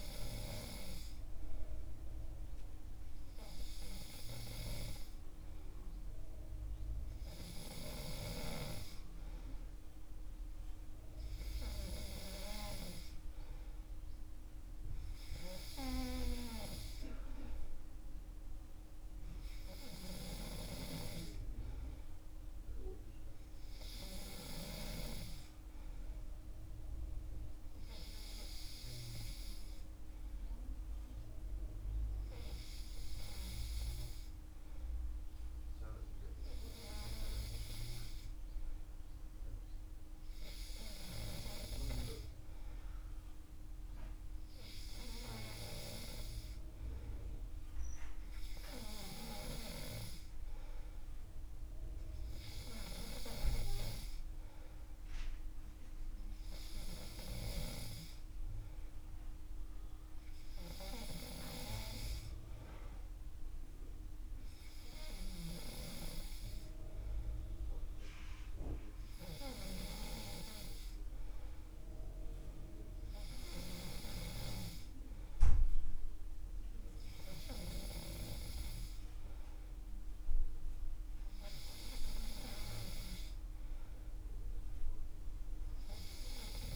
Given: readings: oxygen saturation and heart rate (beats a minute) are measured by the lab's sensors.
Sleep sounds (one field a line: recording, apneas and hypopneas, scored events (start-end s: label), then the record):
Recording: breathing in sleep by a room microphone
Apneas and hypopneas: none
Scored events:
none scored
From the record:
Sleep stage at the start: N3 (deep sleep)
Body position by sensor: on the back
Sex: male